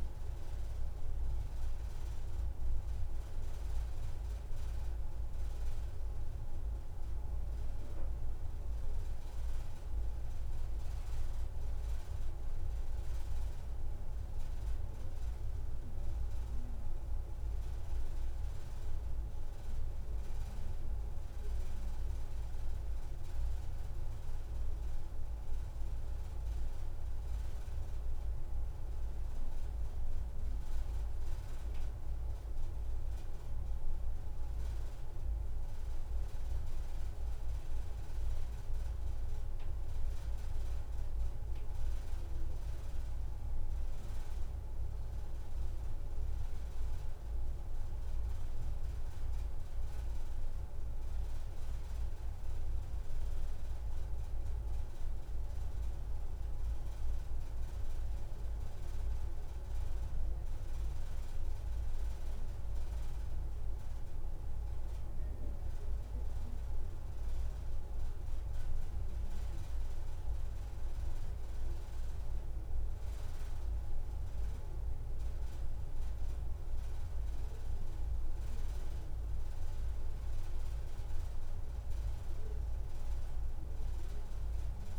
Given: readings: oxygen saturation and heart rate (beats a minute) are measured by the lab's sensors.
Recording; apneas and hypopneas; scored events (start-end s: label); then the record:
breathing in sleep, hard to hear, by a room microphone; none
41.50-43.50 s: long interval between heartbeats (device-marked)
45.50-47.50 s: long interval between heartbeats (device-marked, heart rate 30 before, 78 extreme)
48.00-50.00 s: long interval between heartbeats (device-marked, heart rate 42 before, 79 extreme)
52.00-54.00 s: long interval between heartbeats (device-marked, heart rate 62 before, 118 extreme)
52.00-56.50 s: arousal
54.50-56.50 s: long interval between heartbeats (device-marked, heart rate 74 before, 113 extreme)
62.00-64.00 s: long interval between heartbeats (device-marked, heart rate 93 before, 94 extreme)
66.50-68.50 s: long interval between heartbeats (device-marked, heart rate 96 before, 135 extreme)
74.00-76.00 s: long interval between heartbeats (device-marked, heart rate 92 before, 41 extreme)
77.00-79.00 s: long interval between heartbeats (device-marked, heart rate 84 before, 82 extreme)
80.00-82.00 s: long interval between heartbeats (device-marked, heart rate 90 before, 117 extreme)
83.00-84.99 s: long interval between heartbeats (device-marked, heart rate 96 before, 103 extreme)
From the record:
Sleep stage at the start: N1 (lightest sleep); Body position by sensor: on the back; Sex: female